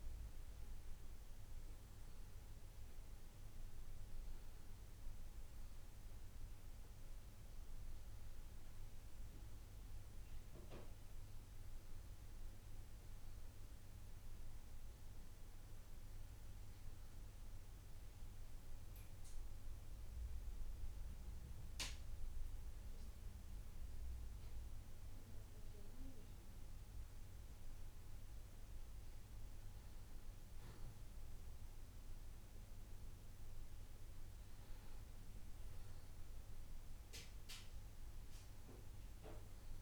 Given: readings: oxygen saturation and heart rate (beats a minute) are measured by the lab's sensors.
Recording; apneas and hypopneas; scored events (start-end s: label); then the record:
breathing in sleep, hard to hear, by a room microphone; none
none scored
From the record:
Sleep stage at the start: N2 (light sleep); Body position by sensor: on the back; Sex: male